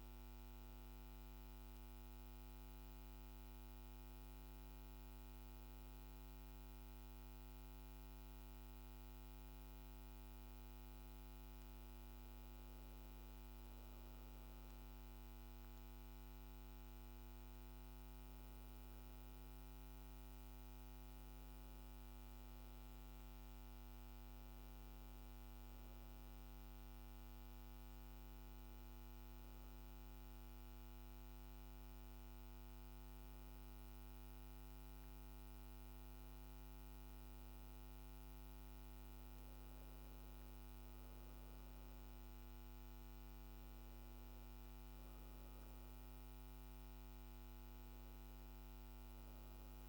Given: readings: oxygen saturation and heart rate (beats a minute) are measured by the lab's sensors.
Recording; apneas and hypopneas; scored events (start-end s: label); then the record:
breathing in sleep, hard to hear, by a microphone on the trachea; 2
1.50-12.50 s: hypopnea (oxygen 95% before, 90% lowest, heart rate 55 before, 55 extreme, up 3 after)
13.00-34.00 s: oxygen desaturation (device-marked, oxygen 98% before, 92% lowest, heart rate 54 before, 56 extreme)
14.50-19.00 s: arousal
29.00-39.50 s: hypopnea (oxygen 98% before, 90% lowest, heart rate 56 before, 56 extreme, up 1 after)
42.00-45.00 s: arousal
48.00-49.89 s: oxygen desaturation (device-marked, oxygen 95% before, 90% lowest, heart rate 56 before, 55 extreme)
From the record:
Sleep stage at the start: N1 (lightest sleep); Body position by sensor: on the back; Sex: female